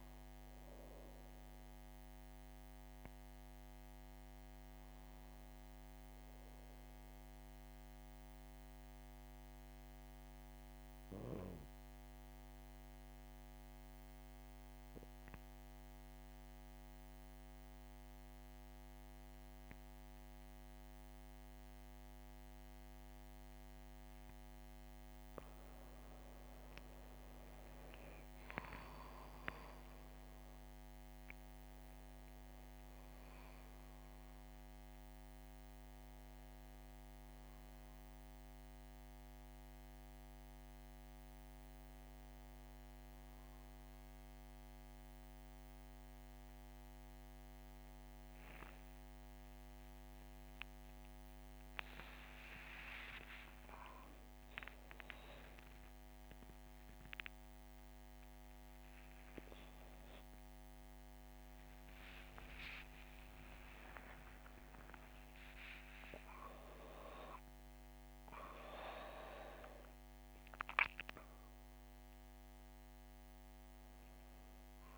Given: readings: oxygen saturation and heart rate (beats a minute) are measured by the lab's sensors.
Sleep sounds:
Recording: a person partly awake in a sleep study, by a microphone on the trachea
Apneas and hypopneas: 1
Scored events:
14.00-25.00 s: mixed apnea (oxygen 98% before, 93% lowest, heart rate 62 before, 61 extreme, up 9 after)
24.50-37.50 s: oxygen desaturation (device-marked, oxygen 98% before, 93% lowest, heart rate 60 before, 64 extreme)
27.00-31.50 s: arousal
40.50-70.50 s: new sleep stage, awake
69.50-73.50 s: oxygen desaturation (device-marked, oxygen 100% before, 96% lowest, heart rate 81 before, 58 extreme)
70.50-74.98 s: new sleep stage, N2 (light sleep)
From the record:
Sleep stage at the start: N2 (light sleep)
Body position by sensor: on the back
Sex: female

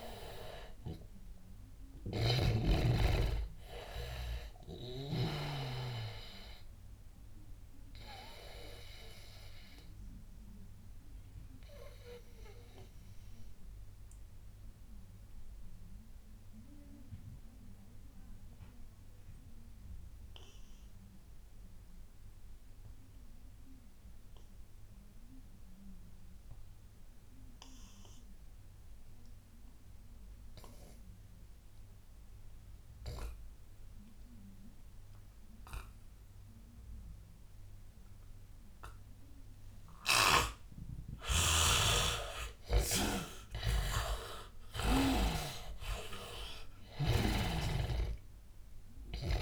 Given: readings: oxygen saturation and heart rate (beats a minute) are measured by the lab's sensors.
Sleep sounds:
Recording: breathing in sleep by a room microphone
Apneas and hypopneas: 1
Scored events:
0.00-5.50 s: snoring (device-marked)
0.00-20.50 s: oxygen desaturation (device-marked, oxygen 80% lowest, heart rate 83 extreme)
9.50-41.00 s: obstructive apnea (oxygen 99% before, 76% lowest, heart rate 91 before, 83 extreme, up 15 after)
35.50-49.42 s: oxygen desaturation (device-marked, oxygen 100% before, 76% lowest, heart rate 88 before, 83 extreme)
40.00-49.42 s: snoring (device-marked)
42.50-46.00 s: arousal
44.00-46.00 s: long interval between heartbeats (device-marked, heart rate 88 before, 88 extreme)
From the record:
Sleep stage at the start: N2 (light sleep)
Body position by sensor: on the back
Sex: male

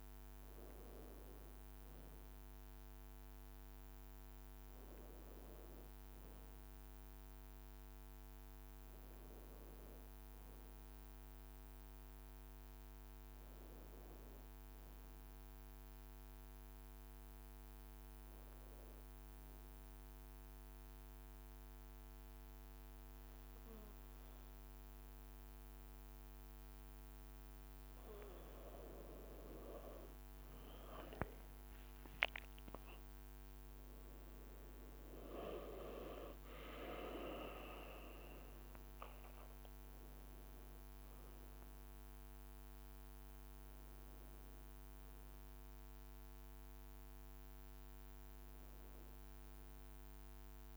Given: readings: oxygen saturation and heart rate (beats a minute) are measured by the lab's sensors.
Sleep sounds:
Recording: breathing in sleep by a microphone on the trachea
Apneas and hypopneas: 1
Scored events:
18.00-28.00 s: obstructive apnea (oxygen 94% before, 93% lowest, heart rate 58 before, 56 extreme, up 8 after)
28.50-33.00 s: leg movement (device-marked)
31.50-36.00 s: arousal
From the record:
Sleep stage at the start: N2 (light sleep)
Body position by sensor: on the right side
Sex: male

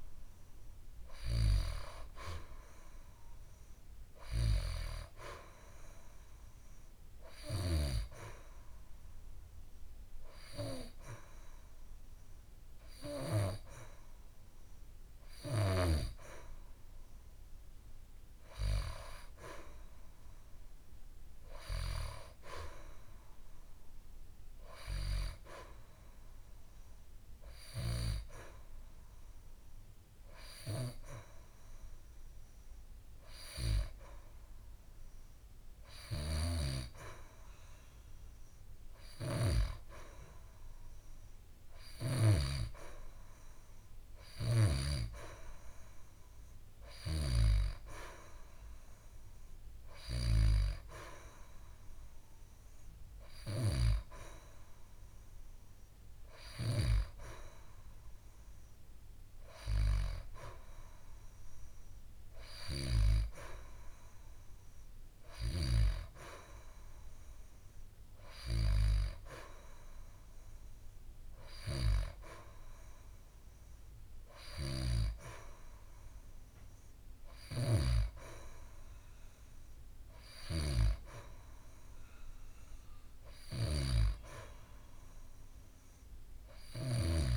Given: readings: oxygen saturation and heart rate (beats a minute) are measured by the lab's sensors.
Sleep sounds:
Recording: breathing in sleep by a room microphone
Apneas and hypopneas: none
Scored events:
46.00-48.00 s: long interval between heartbeats (device-marked, heart rate 73 before, 77 extreme)
From the record:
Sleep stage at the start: N2 (light sleep)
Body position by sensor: on the back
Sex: female

